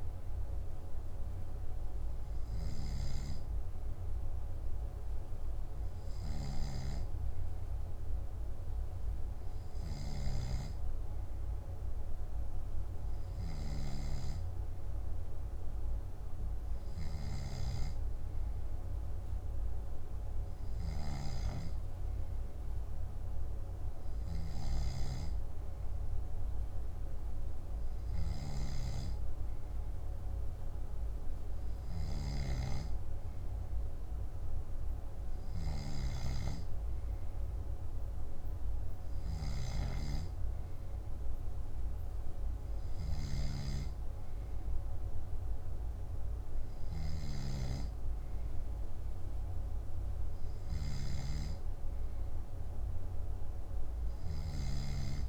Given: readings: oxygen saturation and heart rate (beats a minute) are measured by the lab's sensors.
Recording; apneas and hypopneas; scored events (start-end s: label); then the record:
breathing in sleep by a room microphone; none
none scored
From the record:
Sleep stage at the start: N2 (light sleep); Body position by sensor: on the back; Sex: male